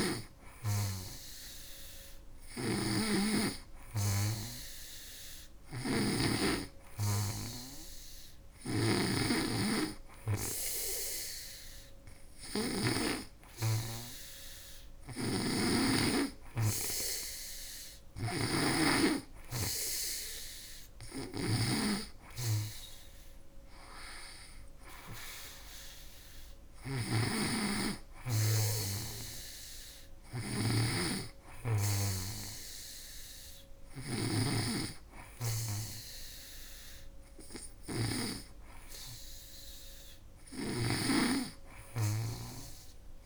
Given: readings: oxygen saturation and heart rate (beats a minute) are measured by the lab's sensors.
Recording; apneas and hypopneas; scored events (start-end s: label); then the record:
breathing in sleep by a room microphone; none
0.00-12.50 s: snoring (device-marked)
14.50-40.50 s: snoring (device-marked)
From the record:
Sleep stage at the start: N2 (light sleep); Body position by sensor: on the back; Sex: female